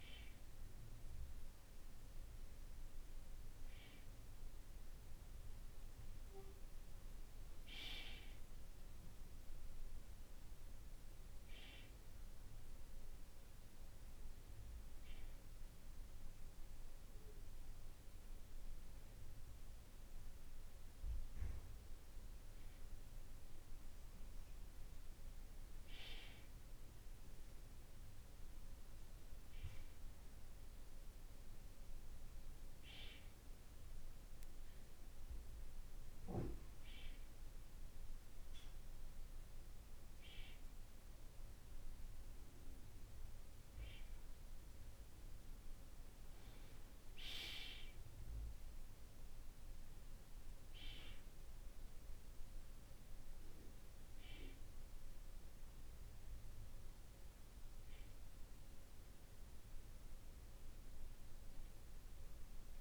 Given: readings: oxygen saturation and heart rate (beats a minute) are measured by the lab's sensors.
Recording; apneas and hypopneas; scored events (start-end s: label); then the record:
breathing in sleep by a room microphone; none
none scored
From the record:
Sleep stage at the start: N2 (light sleep); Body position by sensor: on the back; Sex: male